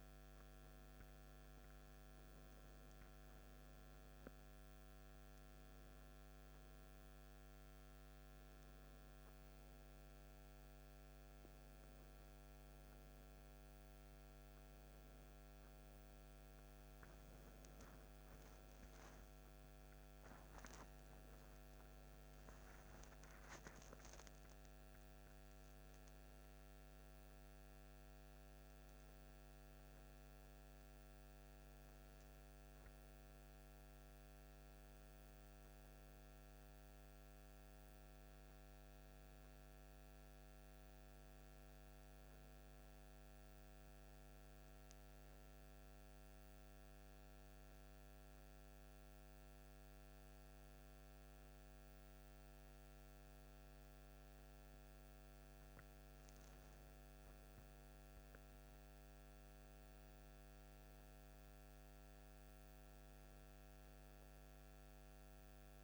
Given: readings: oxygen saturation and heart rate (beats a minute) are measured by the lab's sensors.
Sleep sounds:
a person partly awake in a sleep study, hard to hear, by a microphone on the trachea; none
6.50-65.84 s: new sleep stage, N1 (lightest sleep)
From the record:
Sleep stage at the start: awake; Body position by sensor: on the back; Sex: male

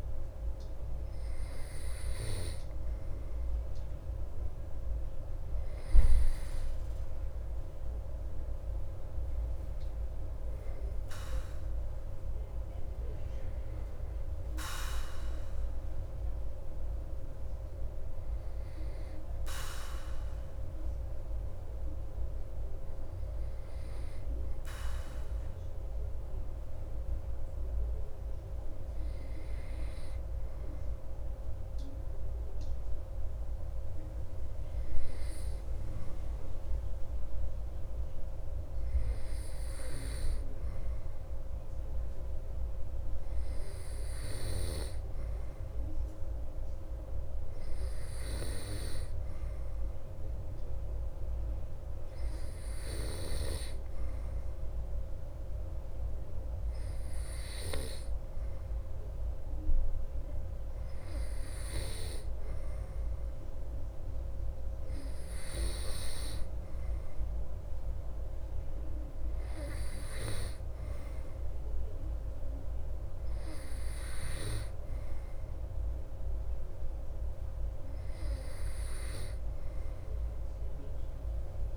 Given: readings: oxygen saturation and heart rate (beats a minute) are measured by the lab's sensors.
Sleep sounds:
breathing in sleep by a room microphone; none
none scored
From the record:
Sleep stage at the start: N2 (light sleep); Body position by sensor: on the back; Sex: male

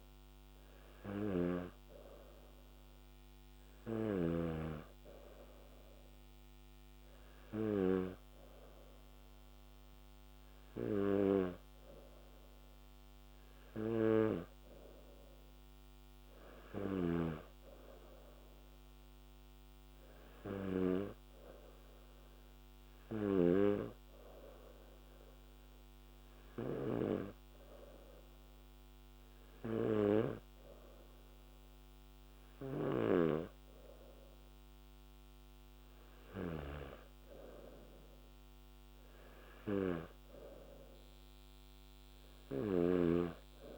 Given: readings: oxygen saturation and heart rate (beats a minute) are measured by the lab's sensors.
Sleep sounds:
breathing in sleep by a microphone on the trachea; none
none scored
From the record:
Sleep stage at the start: N2 (light sleep); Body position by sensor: on the back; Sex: male

